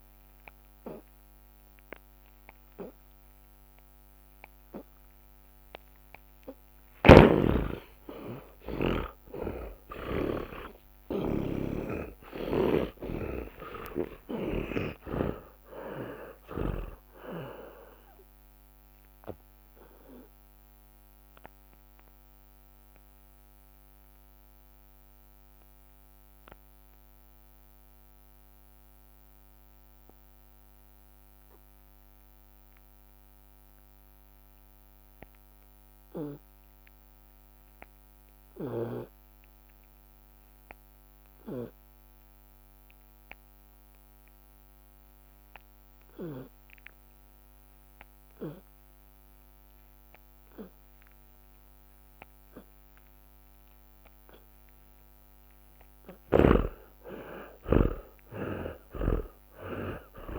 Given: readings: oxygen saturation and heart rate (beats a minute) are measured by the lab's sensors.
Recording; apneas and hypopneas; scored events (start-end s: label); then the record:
breathing in sleep by a microphone on the trachea; 1
0.00-2.50 s: oxygen desaturation (device-marked, oxygen 84% lowest)
6.50-9.50 s: drop in pulse transit time (device-marked, heart rate 32 before, 46 extreme)
7.00-13.00 s: arousal
9.50-39.50 s: tachycardia (device-marked, heart rate 39 before, 117 extreme)
11.50-16.50 s: drop in pulse transit time (device-marked, heart rate 43 before, 92 extreme)
15.00-17.00 s: long interval between heartbeats (device-marked, heart rate 55 before, 117 extreme)
21.50-56.00 s: obstructive apnea (oxygen 92% before, 80% lowest)
48.50-50.50 s: long interval between heartbeats (device-marked, heart rate 75 before, 57 extreme)
50.50-52.50 s: long interval between heartbeats (device-marked, heart rate 73 before, 57 extreme)
52.50-54.50 s: long interval between heartbeats (device-marked, heart rate 68 before, 70 extreme)
54.50-56.50 s: drop in pulse transit time (device-marked, heart rate 65 before, 69 extreme)
56.00-58.00 s: long interval between heartbeats (device-marked, heart rate 63 before, 76 extreme)
56.00-60.38 s: snoring (device-marked)
57.50-60.38 s: arousal
From the record:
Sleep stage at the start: N2 (light sleep); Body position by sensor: on the back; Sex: male